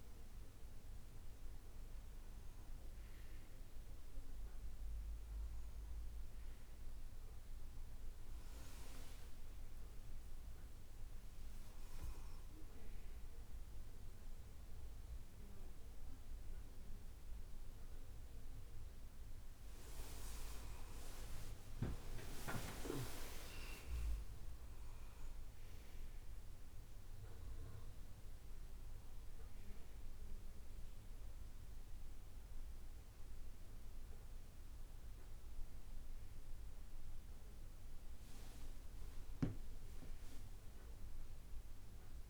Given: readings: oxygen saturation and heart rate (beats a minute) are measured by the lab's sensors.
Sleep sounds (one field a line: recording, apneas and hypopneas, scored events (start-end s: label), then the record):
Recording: a person awake in a sleep study, by a room microphone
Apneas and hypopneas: none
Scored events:
none scored
From the record:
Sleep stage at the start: awake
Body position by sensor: on the back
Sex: female